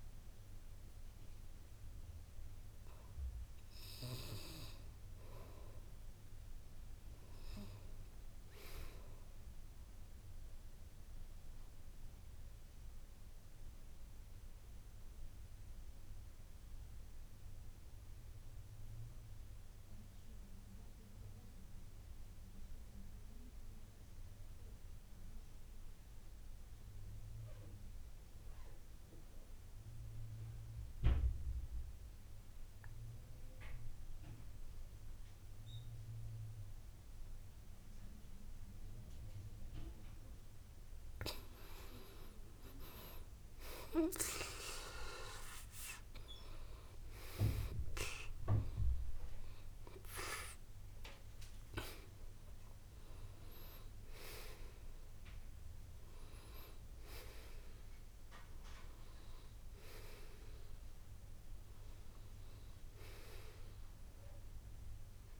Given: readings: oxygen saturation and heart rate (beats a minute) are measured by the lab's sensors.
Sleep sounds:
breathing in sleep by a room microphone; 1
0.00-6.50 s: oxygen desaturation (device-marked, oxygen 79% lowest, heart rate 53 extreme)
10.50-40.00 s: obstructive apnea (oxygen 99% before, 79% lowest, heart rate 60 before, 53 extreme, up 10 after)
36.50-65.40 s: oxygen desaturation (device-marked, oxygen 97% before, 79% lowest, heart rate 57 before, 52 extreme)
42.50-47.00 s: arousal
56.50-65.40 s: new sleep stage, N1 (lightest sleep)
From the record:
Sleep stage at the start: N2 (light sleep); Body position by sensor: on the back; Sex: male

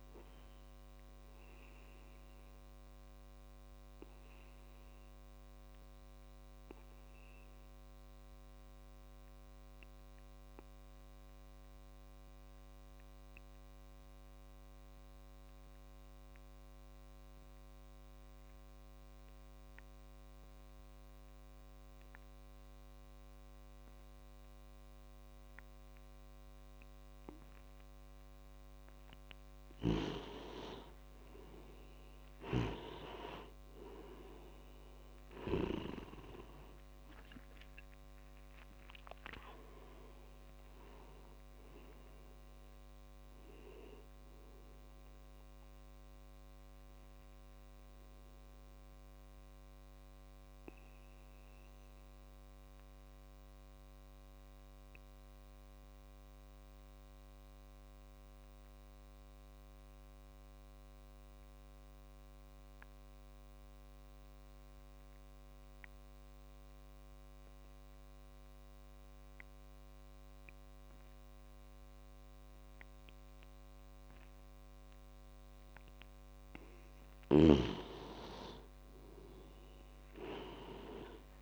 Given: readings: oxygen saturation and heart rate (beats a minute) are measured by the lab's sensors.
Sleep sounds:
breathing in sleep by a microphone on the trachea; 2
0.00-8.50 s: oxygen desaturation (device-marked, oxygen 90% lowest)
3.00-28.50 s: obstructive apnea (oxygen 98% before, 88% lowest)
27.50-55.50 s: oxygen desaturation (device-marked, oxygen 97% before, 88% lowest)
32.00-35.50 s: snoring (device-marked)
34.50-39.00 s: arousal
47.50-76.00 s: obstructive apnea (oxygen 97% before, 88% lowest)
71.50-81.42 s: oxygen desaturation (device-marked, oxygen 98% before, 89% lowest)
78.00-81.42 s: arousal
From the record:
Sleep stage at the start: N2 (light sleep); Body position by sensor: on the back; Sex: male

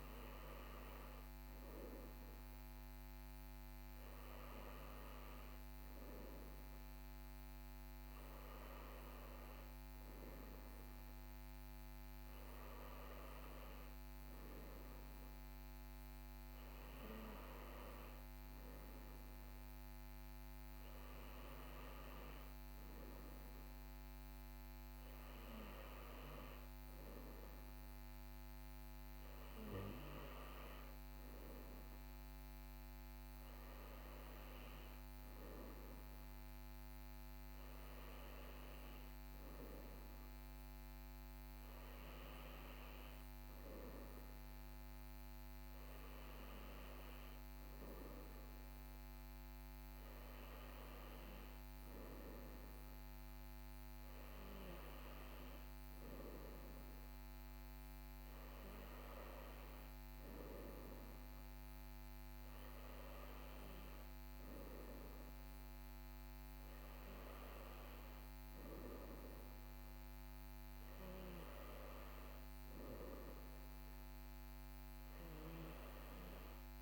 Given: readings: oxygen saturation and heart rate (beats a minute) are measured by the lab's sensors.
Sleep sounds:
breathing in sleep, hard to hear, by a microphone on the trachea; none
none scored
From the record:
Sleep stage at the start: N1 (lightest sleep); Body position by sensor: on the right side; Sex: male

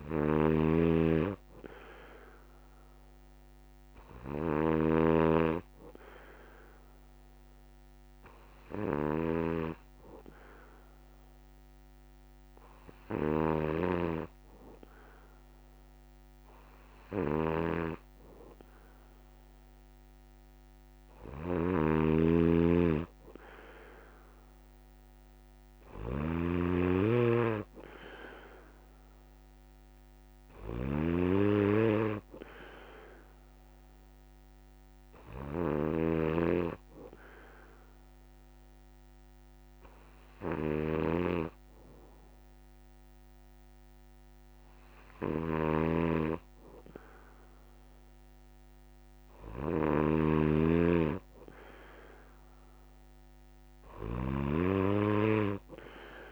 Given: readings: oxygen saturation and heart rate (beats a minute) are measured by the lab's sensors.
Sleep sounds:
breathing in sleep by a microphone on the trachea; none
0.00-56.32 s: snoring (device-marked)
From the record:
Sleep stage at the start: N3 (deep sleep); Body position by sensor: on the back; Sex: male

